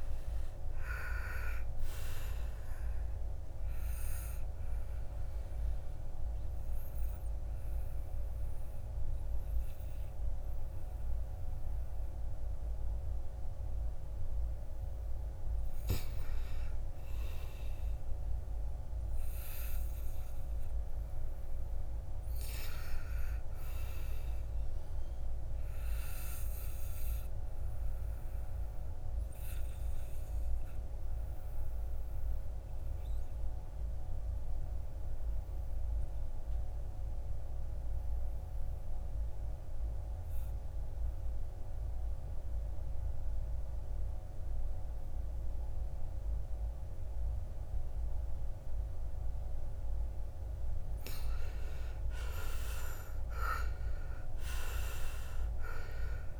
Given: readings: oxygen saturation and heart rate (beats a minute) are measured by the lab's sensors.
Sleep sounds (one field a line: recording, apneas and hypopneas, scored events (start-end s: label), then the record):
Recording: breathing in sleep by a room microphone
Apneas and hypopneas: 2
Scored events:
0.00-14.50 s: oxygen desaturation (device-marked, oxygen 73% lowest, heart rate 56 extreme)
4.00-15.00 s: obstructive apnea (oxygen 96% before, 73% lowest, heart rate 71 before, 56 extreme, up 7 after)
17.50-21.50 s: arousal
27.50-37.50 s: oxygen desaturation (device-marked, oxygen 100% before, 93% lowest, heart rate 62 before, 56 extreme)
27.50-48.50 s: obstructive apnea (oxygen 100% before, 79% lowest, heart rate 62 before, 56 extreme, up 13 after)
44.50-56.40 s: oxygen desaturation (device-marked, oxygen 95% before, 79% lowest, heart rate 58 before, 54 extreme)
51.00-54.50 s: arousal
From the record:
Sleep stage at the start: N2 (light sleep)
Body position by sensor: on the back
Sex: male